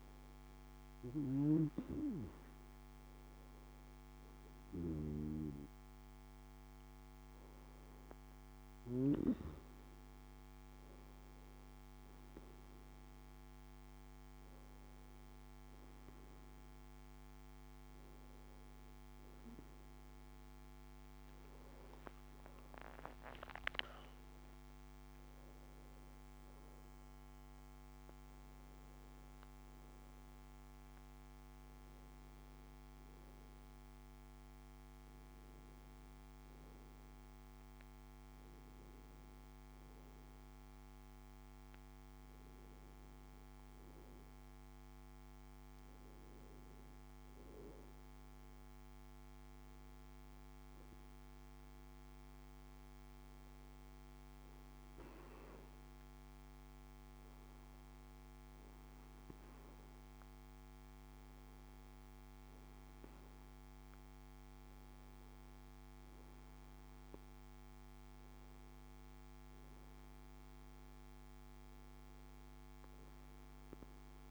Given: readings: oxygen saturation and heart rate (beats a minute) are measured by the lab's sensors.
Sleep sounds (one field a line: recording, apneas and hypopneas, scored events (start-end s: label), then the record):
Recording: breathing in sleep by a microphone on the trachea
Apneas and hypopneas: none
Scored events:
none scored
From the record:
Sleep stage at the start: N2 (light sleep)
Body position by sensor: on the back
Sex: male